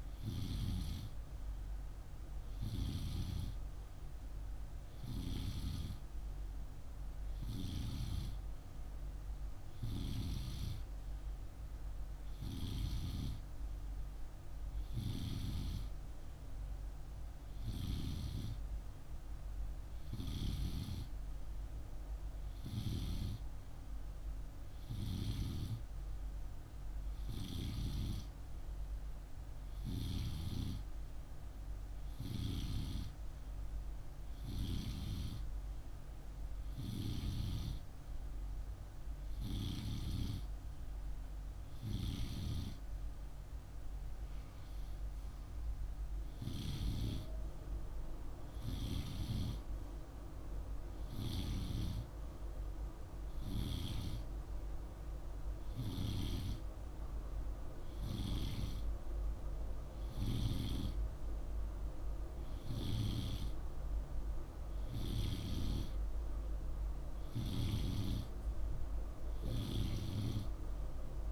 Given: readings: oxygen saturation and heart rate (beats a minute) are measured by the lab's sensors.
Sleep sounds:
breathing in sleep by a room microphone; none
none scored
From the record:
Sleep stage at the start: N2 (light sleep); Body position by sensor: on the right side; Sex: male

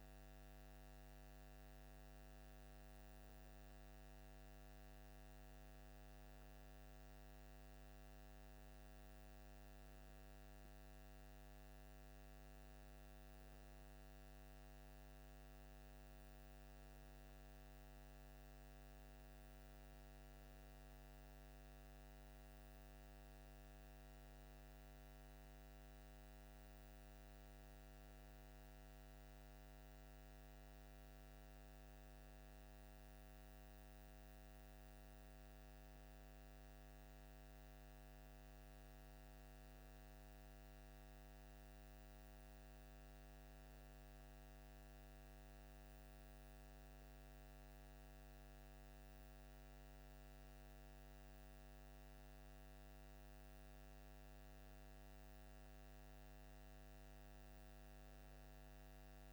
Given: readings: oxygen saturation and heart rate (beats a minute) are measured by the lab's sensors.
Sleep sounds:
breathing in sleep, hard to hear, by a microphone on the trachea; none
none scored
From the record:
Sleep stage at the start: N2 (light sleep); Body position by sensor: on the left side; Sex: male

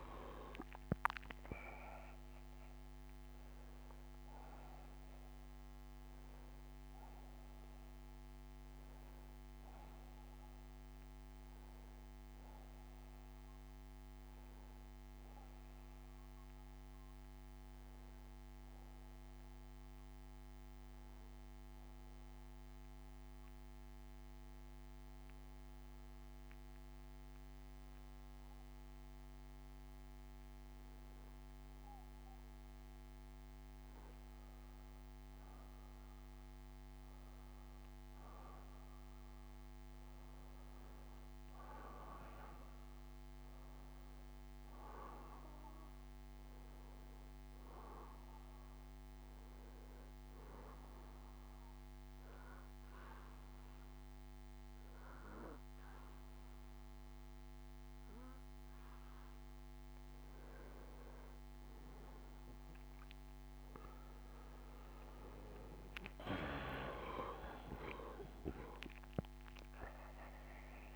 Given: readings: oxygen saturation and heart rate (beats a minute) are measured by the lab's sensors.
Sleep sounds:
breathing in sleep by a microphone on the trachea; 2
0.00-19.50 s: oxygen desaturation (device-marked, oxygen 91% lowest, heart rate 57 extreme)
13.50-18.50 s: bradycardia (device-marked, heart rate 63 before, 57 extreme)
20.50-32.50 s: hypopnea (oxygen 95% before, 90% lowest, heart rate 67 before, 58 extreme, up 3 after)
35.00-38.50 s: arousal
35.50-58.50 s: oxygen desaturation (device-marked, oxygen 96% before, 90% lowest, heart rate 63 before, 58 extreme)
38.50-40.50 s: bradycardia (device-marked, heart rate 63 before, 67 extreme)
49.50-60.00 s: obstructive apnea (oxygen 96% before, 90% lowest, heart rate 64 before, 65 extreme, up 6 after)
63.00-66.50 s: arousal
From the record:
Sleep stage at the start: N2 (light sleep); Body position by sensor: on the back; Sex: male

